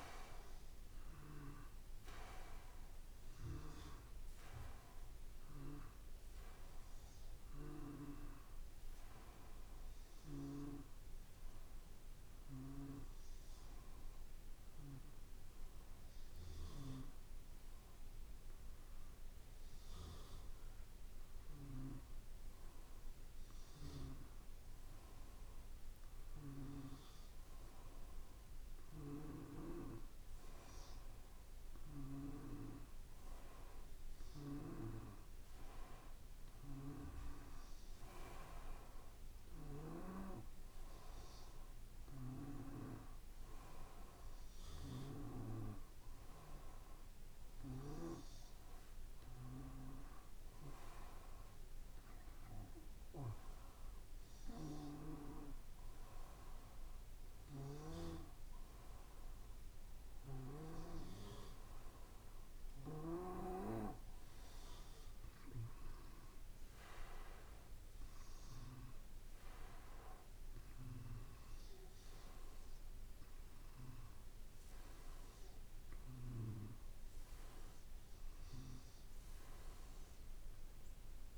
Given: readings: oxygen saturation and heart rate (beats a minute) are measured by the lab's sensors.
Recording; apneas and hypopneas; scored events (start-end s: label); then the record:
breathing in sleep by a room microphone; 2
12.00-24.50 s: obstructive apnea (oxygen 94% before, 93% lowest, heart rate 56 before, 54 extreme, up 0 after)
27.50-32.00 s: arousal
48.00-63.50 s: hypopnea (oxygen 95% before, 92% lowest, heart rate 54 before, 54 extreme, up 2 after)
65.50-69.00 s: arousal
66.00-72.00 s: drop in pulse transit time (device-marked, heart rate 54 before, 55 extreme)
From the record:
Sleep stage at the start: N2 (light sleep); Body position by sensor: on the back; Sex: male